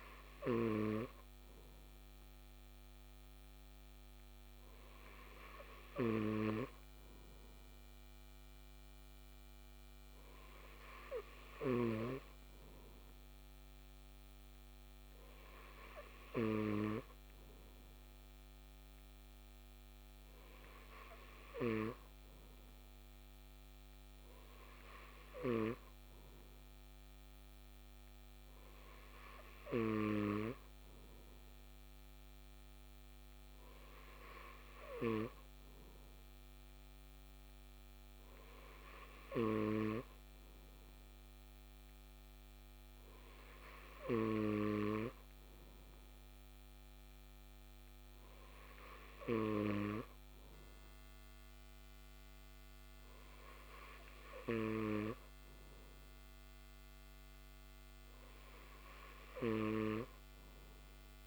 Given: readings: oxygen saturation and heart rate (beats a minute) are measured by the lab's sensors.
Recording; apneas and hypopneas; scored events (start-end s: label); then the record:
breathing in sleep by a microphone on the trachea; none
none scored
From the record:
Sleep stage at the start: N2 (light sleep); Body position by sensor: on the left side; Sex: male